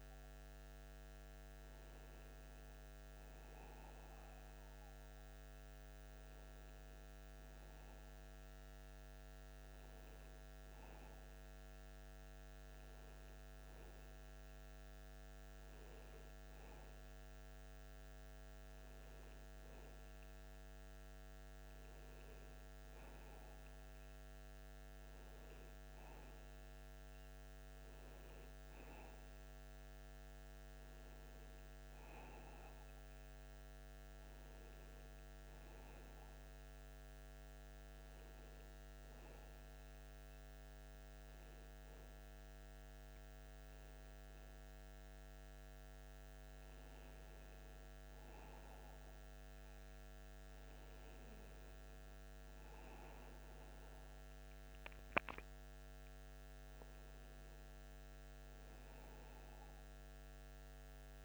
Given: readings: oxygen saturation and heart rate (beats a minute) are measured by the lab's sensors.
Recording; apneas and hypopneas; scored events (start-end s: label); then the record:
breathing in sleep, hard to hear, by a microphone on the trachea; none
none scored
From the record:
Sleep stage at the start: N2 (light sleep); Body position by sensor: on the back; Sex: male